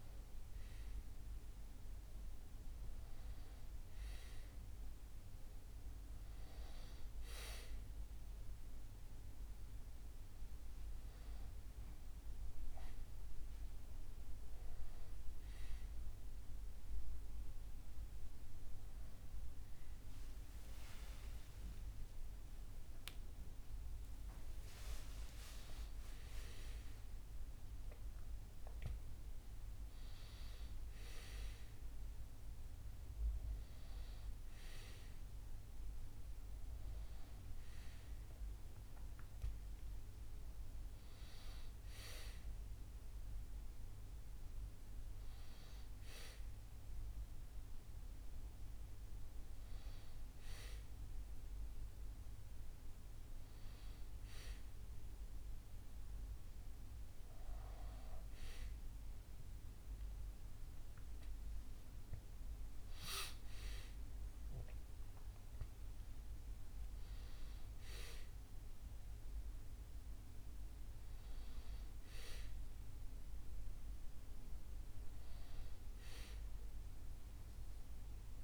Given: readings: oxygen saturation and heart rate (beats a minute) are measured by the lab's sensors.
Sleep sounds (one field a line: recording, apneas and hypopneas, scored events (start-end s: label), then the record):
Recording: a person partly awake in a sleep study, by a room microphone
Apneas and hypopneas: none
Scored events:
27.00-78.44 s: new sleep stage, N1 (lightest sleep)
59.50-64.50 s: arousal
From the record:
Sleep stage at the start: awake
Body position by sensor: on the back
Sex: male